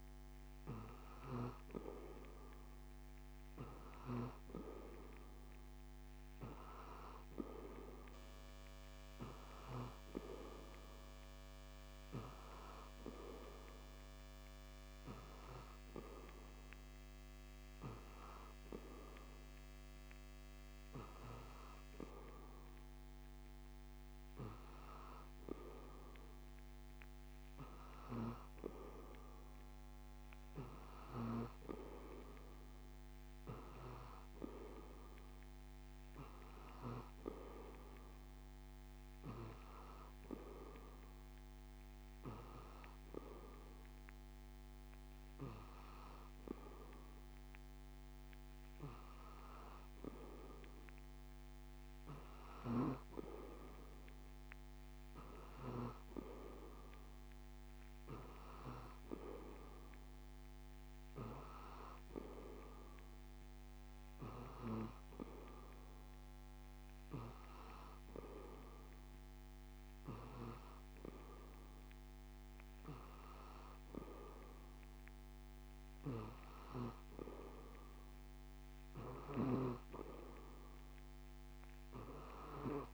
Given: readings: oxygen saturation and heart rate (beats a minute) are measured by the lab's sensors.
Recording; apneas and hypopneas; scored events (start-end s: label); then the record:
breathing in sleep by a microphone on the trachea; none
none scored
From the record:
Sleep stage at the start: N2 (light sleep); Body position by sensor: on the back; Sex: male